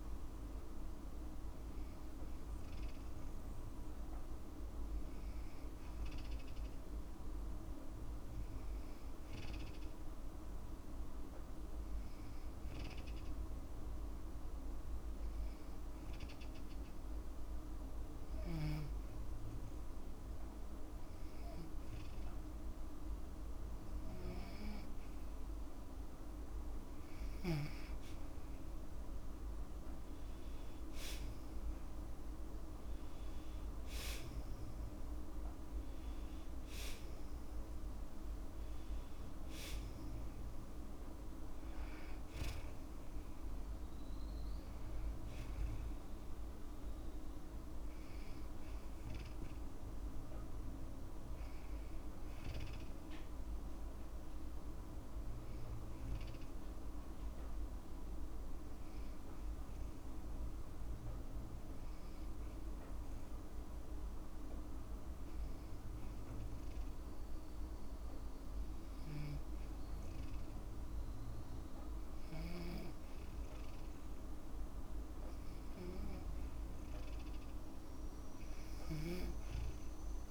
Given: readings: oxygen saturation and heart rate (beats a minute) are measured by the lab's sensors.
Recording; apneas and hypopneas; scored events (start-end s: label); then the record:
breathing in sleep, hard to hear, by a room microphone; 2
3.00-24.00 s: hypopnea (oxygen 96% before, 91% lowest, heart rate 54 before, 53 extreme, up 2 after)
27.00-31.50 s: arousal
53.00-69.00 s: oxygen desaturation (device-marked, oxygen 94% before, 91% lowest, heart rate 55 before, 51 extreme)
55.50-76.00 s: hypopnea (oxygen 96% before, 91% lowest, heart rate 54 before, 51 extreme, up 4 after)
78.00-80.31 s: snoring (device-marked)
79.00-80.31 s: arousal
From the record:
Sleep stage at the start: N2 (light sleep); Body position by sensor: on the back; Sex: female